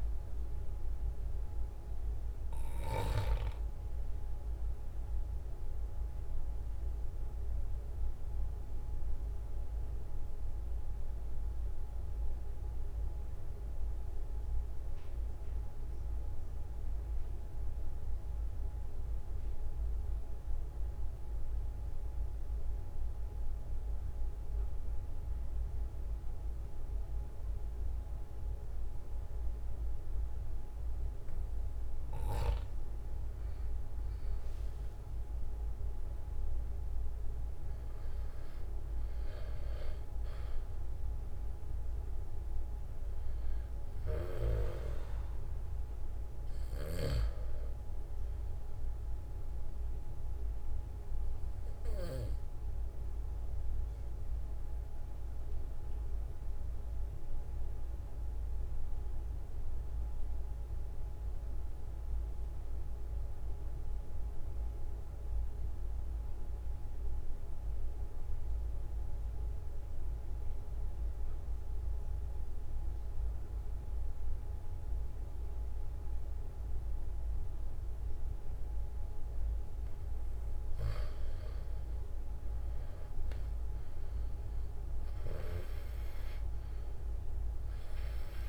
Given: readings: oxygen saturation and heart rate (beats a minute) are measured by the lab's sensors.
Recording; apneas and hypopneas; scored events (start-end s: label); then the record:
breathing in sleep, hard to hear, by a room microphone; 2
0.00-3.50 s: snoring (device-marked)
4.00-31.50 s: mixed apnea (oxygen 97% before, 92% lowest, heart rate 45 before, 42 extreme, up 6 after)
32.00-55.00 s: oxygen desaturation (device-marked, oxygen 97% before, 93% lowest, heart rate 43 before, 41 extreme)
34.50-39.00 s: arousal
44.00-47.50 s: snoring (device-marked)
51.00-80.00 s: obstructive apnea (oxygen 97% before, 91% lowest, heart rate 46 before, 41 extreme, up 5 after)
82.00-86.50 s: arousal
82.00-88.49 s: oxygen desaturation (device-marked, oxygen 97% before, 91% lowest, heart rate 44 before, 42 extreme)
From the record:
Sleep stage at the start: N2 (light sleep); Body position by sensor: on the back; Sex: male